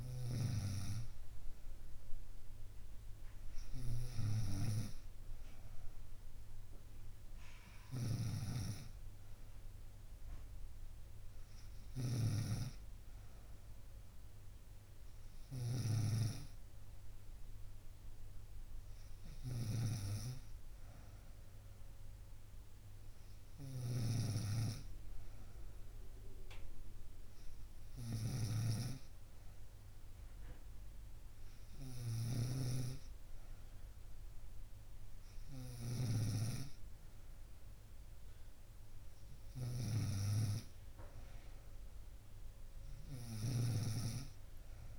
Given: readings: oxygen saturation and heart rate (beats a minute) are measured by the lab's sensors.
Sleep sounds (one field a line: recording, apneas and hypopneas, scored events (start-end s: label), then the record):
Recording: breathing in sleep by a room microphone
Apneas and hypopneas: none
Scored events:
0.00-44.99 s: snoring (device-marked)
From the record:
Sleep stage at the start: N2 (light sleep)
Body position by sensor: on the right side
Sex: female